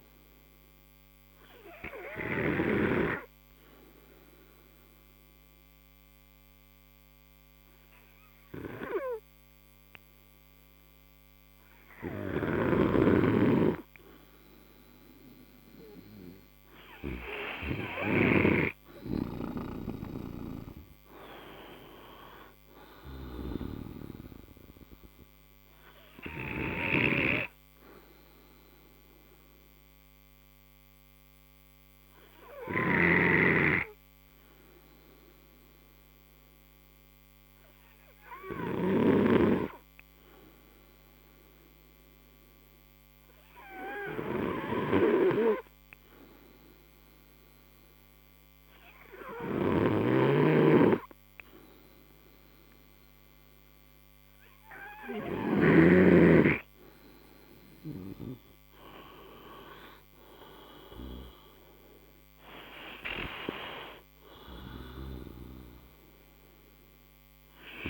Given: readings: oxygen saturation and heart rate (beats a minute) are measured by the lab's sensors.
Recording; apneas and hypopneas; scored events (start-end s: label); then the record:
breathing in sleep by a microphone on the trachea; 2
0.00-8.00 s: oxygen desaturation (device-marked, oxygen 91% lowest, heart rate 53 extreme)
2.00-17.00 s: obstructive apnea (oxygen 99% before, 91% lowest, heart rate 56 before, 53 extreme, up 23 after)
20.50-23.50 s: arousal
27.50-56.00 s: obstructive apnea (oxygen 96% before, 91% lowest, heart rate 64 before, 52 extreme, up 27 after)
28.00-41.00 s: oxygen desaturation (device-marked, oxygen 96% before, 93% lowest, heart rate 64 before, 52 extreme)
48.00-67.89 s: oxygen desaturation (device-marked, oxygen 97% before, 91% lowest, heart rate 58 before, 52 extreme)
50.50-56.00 s: snoring (device-marked)
58.50-62.00 s: arousal
From the record:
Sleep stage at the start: N2 (light sleep); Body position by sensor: on the right side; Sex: male